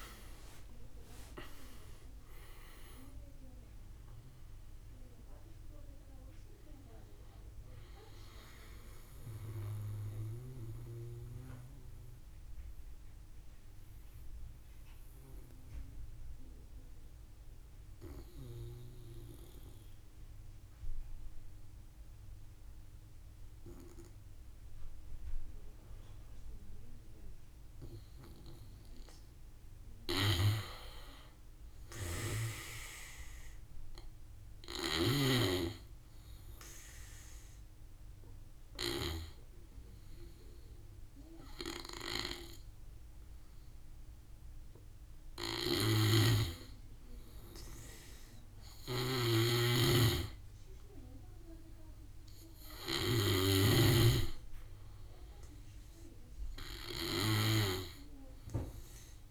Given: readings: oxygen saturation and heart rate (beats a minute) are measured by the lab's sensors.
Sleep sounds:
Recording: breathing in sleep by a room microphone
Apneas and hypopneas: 2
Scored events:
0.00-2.00 s: arousal
0.00-19.50 s: oxygen desaturation (device-marked, oxygen 83% lowest, heart rate 47 extreme)
1.50-15.50 s: drop in pulse transit time (device-marked, heart rate 62 before, 47 extreme)
9.00-28.00 s: mixed apnea (oxygen 96% before, 83% lowest, heart rate 63 before, 47 extreme, up 7 after)
29.50-31.50 s: arousal
32.50-49.50 s: oxygen desaturation (device-marked, oxygen 98% before, 86% lowest, heart rate 54 before, 55 extreme)
35.00-46.50 s: obstructive apnea (oxygen 98% before, 85% lowest, heart rate 56 before, 55 extreme, up 10 after)
45.00-53.00 s: snoring (device-marked)
50.00-53.00 s: arousal
51.50-59.31 s: oxygen desaturation (device-marked, oxygen 95% before, 86% lowest, heart rate 60 before, 56 extreme)
From the record:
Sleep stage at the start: N2 (light sleep)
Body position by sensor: on the back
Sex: male

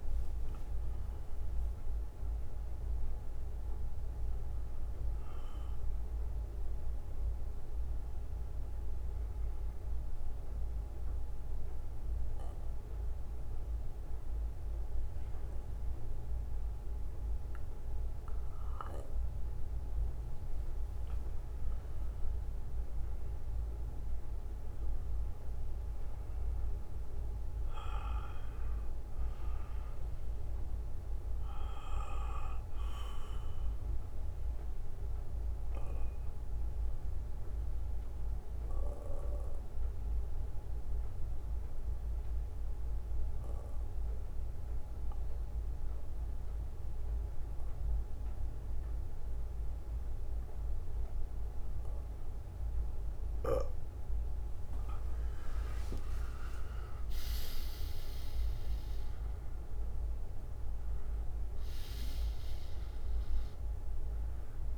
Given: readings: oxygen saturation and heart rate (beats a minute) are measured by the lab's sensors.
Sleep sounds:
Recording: breathing in sleep by a room microphone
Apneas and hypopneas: 2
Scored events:
5.50-18.50 s: bradycardia (device-marked, heart rate 60 before, 49 extreme)
8.50-20.00 s: central apnea (oxygen 96% before, 92% lowest, heart rate 59 before, 50 extreme, up 22 after)
23.50-28.00 s: arousal
28.50-38.50 s: bradycardia (device-marked, heart rate 60 before, 56 extreme)
35.00-54.00 s: obstructive apnea (oxygen 98% before, 92% lowest, heart rate 60 before, 46 extreme, up 13 after)
37.50-51.50 s: oxygen desaturation (device-marked, oxygen 96% before, 92% lowest, heart rate 61 before, 46 extreme)
47.50-50.50 s: bradycardia (device-marked, heart rate 60 before, 62 extreme)
56.00-62.00 s: arousal
From the record:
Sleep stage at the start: N2 (light sleep)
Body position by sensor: on the back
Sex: male

